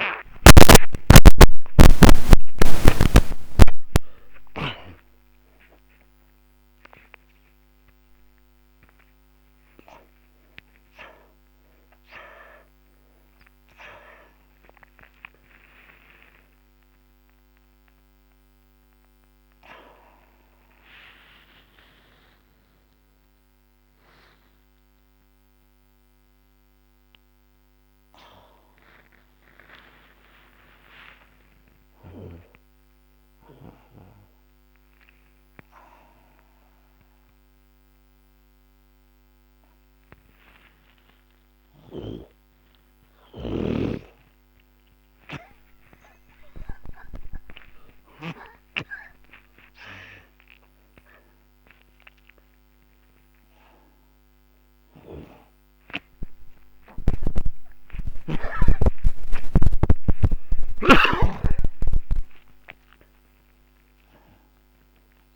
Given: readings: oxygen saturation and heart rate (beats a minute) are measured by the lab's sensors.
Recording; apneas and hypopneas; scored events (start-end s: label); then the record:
a person awake in a sleep study, by a microphone on the trachea; none
2.50-21.50 s: oxygen desaturation (device-marked, oxygen 96% before, 88% lowest, heart rate 84 before, 63 extreme)
45.50-64.50 s: oxygen desaturation (device-marked, oxygen 97% before, 90% lowest, heart rate 76 before, 46 extreme)
58.00-61.50 s: snoring (device-marked)
From the record:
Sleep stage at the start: awake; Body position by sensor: on the back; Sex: male